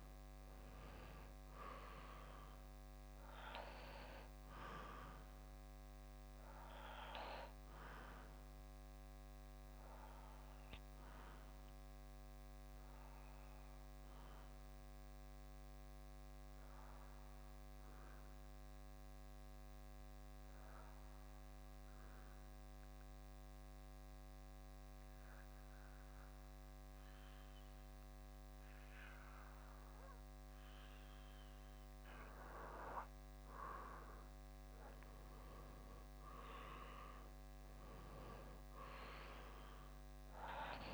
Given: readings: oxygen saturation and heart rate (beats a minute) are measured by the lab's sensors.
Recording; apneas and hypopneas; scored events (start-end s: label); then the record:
breathing in sleep by a microphone on the trachea; 1
4.50-27.50 s: bradycardia (device-marked, heart rate 60 before, 58 extreme)
7.00-30.50 s: obstructive apnea (oxygen 97% before, 92% lowest, heart rate 62 before, 58 extreme, up 5 after)
34.00-37.00 s: arousal
From the record:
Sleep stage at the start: N2 (light sleep); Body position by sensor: on the back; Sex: male